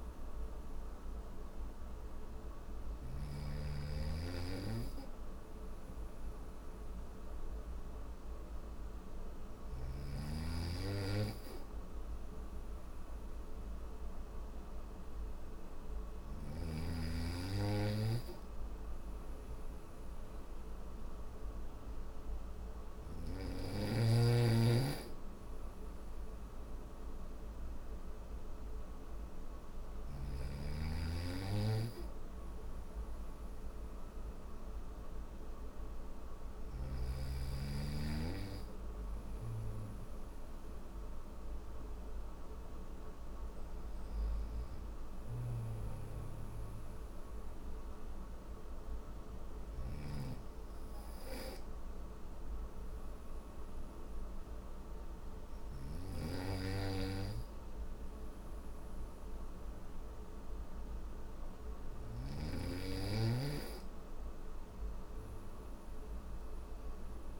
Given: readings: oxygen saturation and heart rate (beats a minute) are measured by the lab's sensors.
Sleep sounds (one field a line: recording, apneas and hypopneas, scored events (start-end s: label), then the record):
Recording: breathing in sleep by a room microphone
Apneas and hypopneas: none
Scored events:
44.00-55.00 s: snoring (device-marked)
From the record:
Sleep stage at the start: N3 (deep sleep)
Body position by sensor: on the back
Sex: male